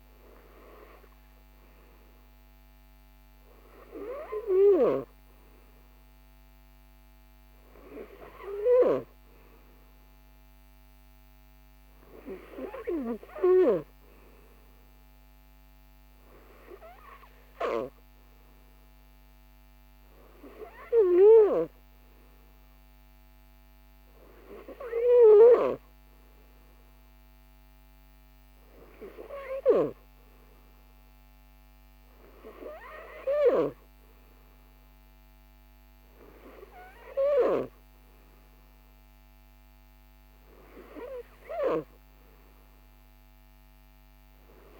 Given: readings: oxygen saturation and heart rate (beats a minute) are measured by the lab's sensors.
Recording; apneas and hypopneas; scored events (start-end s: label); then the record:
breathing in sleep by a microphone on the trachea; none
none scored
From the record:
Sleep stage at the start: N3 (deep sleep); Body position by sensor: on the right side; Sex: male